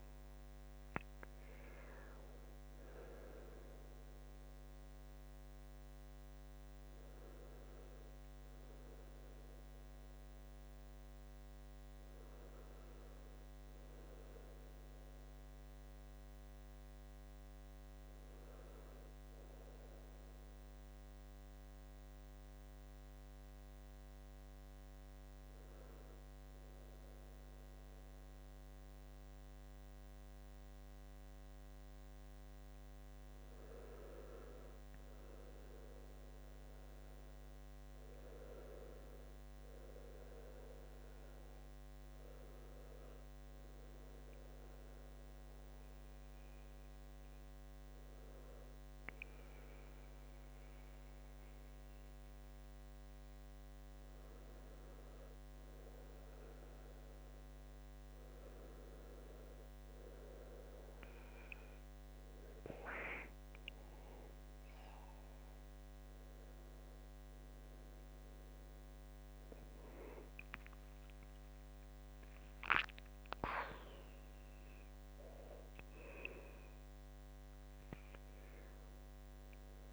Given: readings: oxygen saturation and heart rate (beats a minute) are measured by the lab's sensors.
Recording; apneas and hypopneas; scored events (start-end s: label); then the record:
breathing in sleep by a microphone on the trachea; none
0.00-1.00 s: long interval between heartbeats (device-marked, heart rate 27 extreme)
0.00-2.00 s: bradycardia (device-marked)
0.00-3.00 s: oxygen desaturation (device-marked, oxygen 92% lowest, heart rate 27 extreme)
33.00-49.00 s: oxygen desaturation (device-marked, oxygen 98% before, 92% lowest, heart rate 70 before, 69 extreme)
62.00-75.00 s: oxygen desaturation (device-marked, oxygen 95% before, 92% lowest, heart rate 71 before, 72 extreme)
71.50-75.00 s: arousal
72.00-74.00 s: long interval between heartbeats (device-marked, heart rate 72 before, 78 extreme)
74.50-76.50 s: long interval between heartbeats (device-marked, heart rate 74 before, 105 extreme)
From the record:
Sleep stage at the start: N2 (light sleep); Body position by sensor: on the back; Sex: male